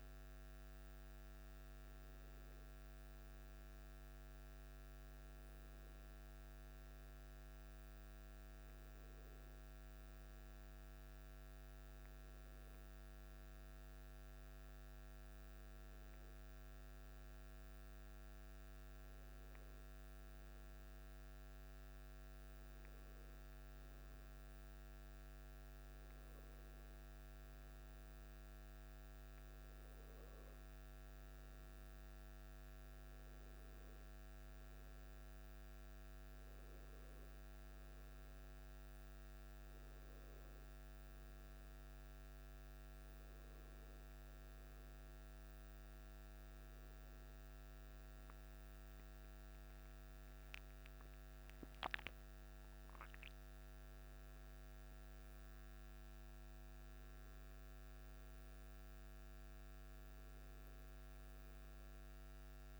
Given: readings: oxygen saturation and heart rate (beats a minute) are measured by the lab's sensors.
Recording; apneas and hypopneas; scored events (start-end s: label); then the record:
breathing in sleep, hard to hear, by a microphone on the trachea; none
none scored
From the record:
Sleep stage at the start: N1 (lightest sleep); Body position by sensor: on the back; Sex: male